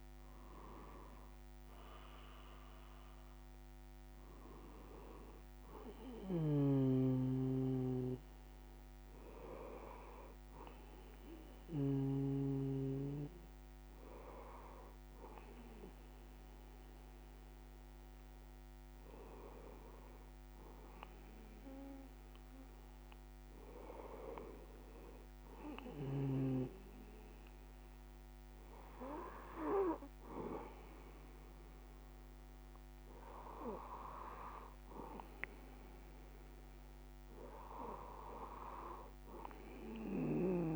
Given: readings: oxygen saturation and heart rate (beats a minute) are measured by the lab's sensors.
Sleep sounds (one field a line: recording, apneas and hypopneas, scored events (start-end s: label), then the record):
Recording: breathing in sleep by a microphone on the trachea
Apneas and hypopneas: none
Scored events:
none scored
From the record:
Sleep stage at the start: N1 (lightest sleep)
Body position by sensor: on the back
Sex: male